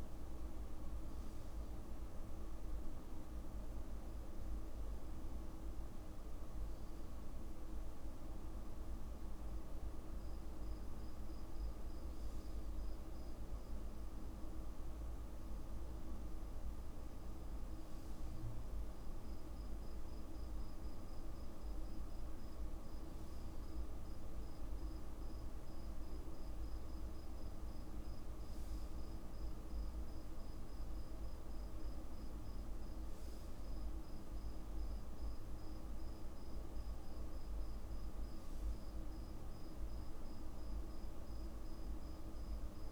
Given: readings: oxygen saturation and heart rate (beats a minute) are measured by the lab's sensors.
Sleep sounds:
breathing in sleep, hard to hear, by a room microphone; none
none scored
From the record:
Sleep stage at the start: N2 (light sleep); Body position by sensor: on the back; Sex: male

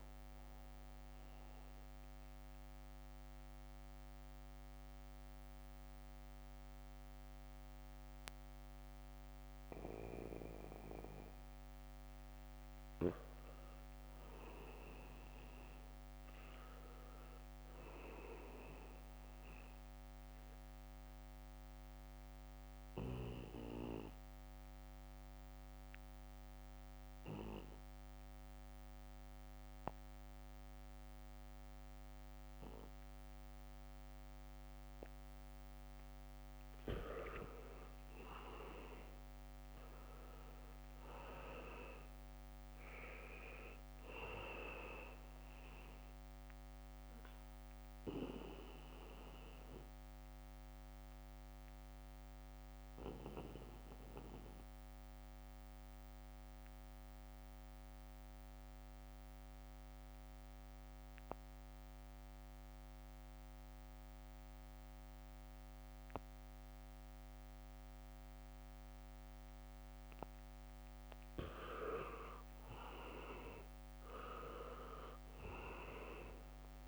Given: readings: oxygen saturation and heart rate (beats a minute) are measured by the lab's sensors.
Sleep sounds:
breathing in sleep by a microphone on the trachea; 3
0.00-9.50 s: oxygen desaturation (device-marked, oxygen 81% lowest, heart rate 66 extreme)
1.00-11.50 s: central apnea (oxygen 98% before, 82% lowest, heart rate 71 before, 72 extreme, up 0 after)
14.00-18.00 s: arousal
21.50-36.50 s: oxygen desaturation (device-marked, oxygen 99% before, 92% lowest, heart rate 76 before, 68 extreme)
23.00-36.50 s: obstructive apnea (oxygen 99% before, 83% lowest, heart rate 76 before, 68 extreme)
38.00-42.50 s: arousal
38.50-64.50 s: oxygen desaturation (device-marked, oxygen 97% before, 84% lowest, heart rate 73 before, 67 extreme)
46.00-50.00 s: leg movement (device-marked)
48.00-70.50 s: mixed apnea (oxygen 98% before, 83% lowest, heart rate 71 before, 67 extreme, up 1 after)
66.50-76.88 s: oxygen desaturation (device-marked, oxygen 99% before, 83% lowest, heart rate 73 before, 67 extreme)
72.50-76.00 s: arousal
From the record:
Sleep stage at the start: N2 (light sleep); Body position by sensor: on the back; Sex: male

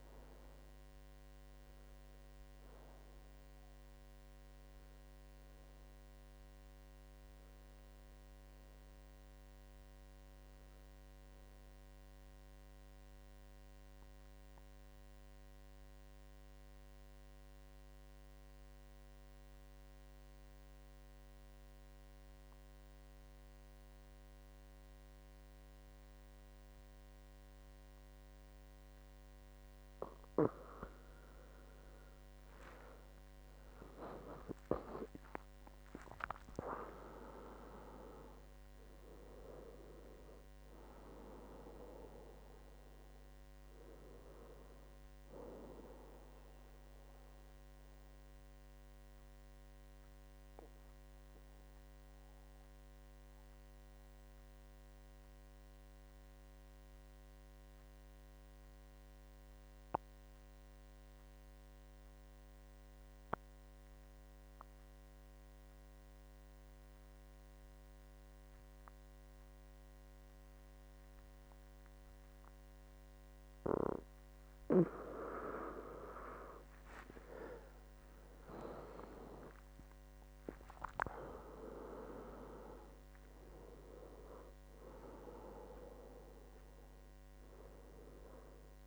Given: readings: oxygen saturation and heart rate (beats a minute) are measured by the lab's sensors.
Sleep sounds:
breathing in sleep by a microphone on the trachea; 2
0.00-11.00 s: oxygen desaturation (device-marked, oxygen 90% lowest, heart rate 65 extreme)
10.00-29.50 s: mixed apnea (oxygen 97% before, 87% lowest, heart rate 78 before, 65 extreme, up 15 after)
30.00-49.00 s: oxygen desaturation (device-marked, oxygen 98% before, 89% lowest, heart rate 68 before, 65 extreme)
33.50-38.50 s: arousal
47.00-75.00 s: mixed apnea (oxygen 98% before, 87% lowest, heart rate 74 before, 65 extreme, up 17 after)
69.00-88.87 s: oxygen desaturation (device-marked, oxygen 98% before, 87% lowest, heart rate 70 before, 65 extreme)
76.50-80.50 s: arousal
From the record:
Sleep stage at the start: N2 (light sleep); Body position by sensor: on the back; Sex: male

